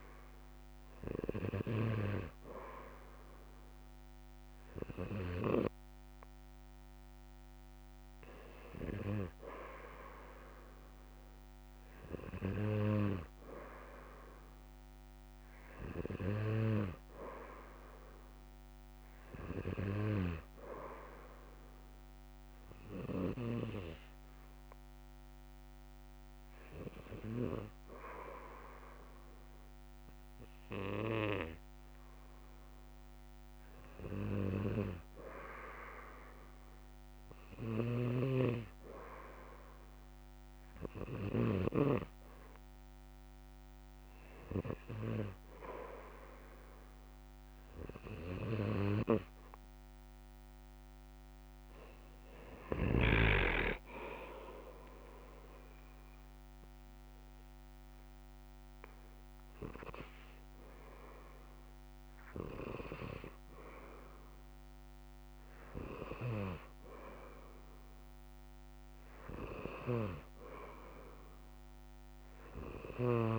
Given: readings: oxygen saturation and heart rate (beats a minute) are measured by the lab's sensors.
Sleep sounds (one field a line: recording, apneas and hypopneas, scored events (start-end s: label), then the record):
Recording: breathing in sleep by a microphone on the trachea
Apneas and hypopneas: 1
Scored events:
25.50-39.00 s: hypopnea (oxygen 97% before, 94% lowest, heart rate 63 before, 62 extreme, up 5 after)
37.50-42.00 s: snoring (device-marked)
42.00-45.00 s: arousal
From the record:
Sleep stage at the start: N2 (light sleep)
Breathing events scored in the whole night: 235 in 4.1 hours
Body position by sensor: on the back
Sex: male